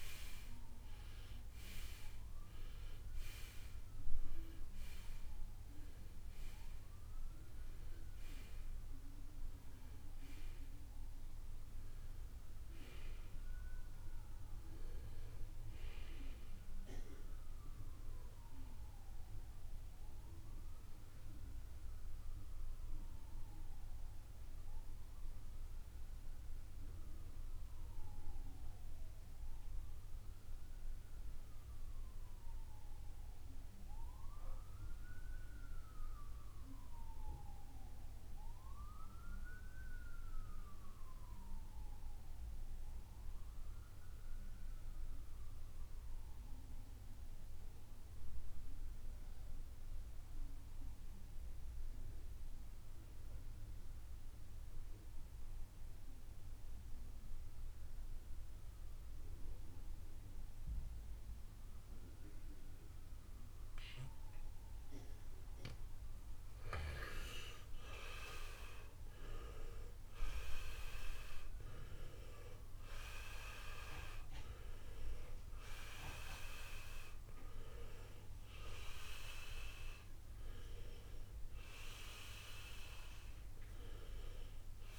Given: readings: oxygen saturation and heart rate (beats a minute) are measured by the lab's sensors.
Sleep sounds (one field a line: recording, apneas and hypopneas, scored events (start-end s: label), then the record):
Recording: breathing in sleep by a room microphone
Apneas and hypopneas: 1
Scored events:
0.00-36.00 s: oxygen desaturation (device-marked, oxygen 79% lowest, heart rate 47 extreme)
20.50-65.50 s: obstructive apnea (oxygen 95% before, 77% lowest, heart rate 79 before, 47 extreme, up 30 after)
56.00-84.99 s: oxygen desaturation (device-marked, oxygen 97% before, 77% lowest, heart rate 61 before, 52 extreme)
66.50-72.00 s: arousal
73.00-84.99 s: new sleep stage, N1 (lightest sleep)
From the record:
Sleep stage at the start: N2 (light sleep)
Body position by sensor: on the right side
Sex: male